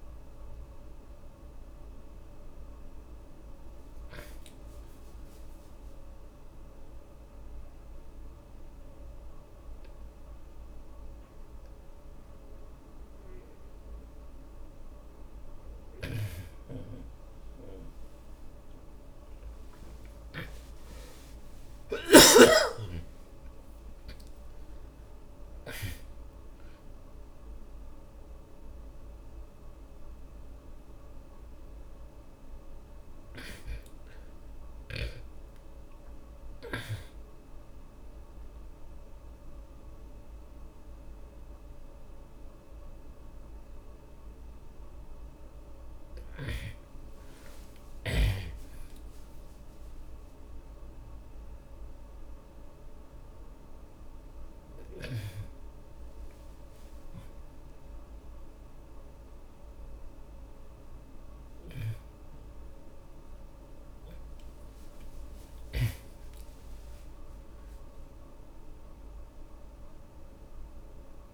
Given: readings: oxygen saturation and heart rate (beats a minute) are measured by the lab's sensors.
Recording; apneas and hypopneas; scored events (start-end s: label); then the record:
breathing in sleep by a room microphone; 1
2.50-10.50 s: oxygen desaturation (device-marked, oxygen 94% before, 86% lowest, heart rate 51 before, 47 extreme)
5.50-16.50 s: obstructive apnea (oxygen 96% before, 84% lowest, heart rate 51 before, 54 extreme)
19.00-23.50 s: arousal
34.50-44.50 s: oxygen desaturation (device-marked, oxygen 94% before, 84% lowest)
44.00-48.00 s: arousal
58.50-65.50 s: oxygen desaturation (device-marked, oxygen 95% before, 90% lowest, heart rate 70 before, 78 extreme)
66.00-70.00 s: arousal
From the record:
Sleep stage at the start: N2 (light sleep); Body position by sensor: on the back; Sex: male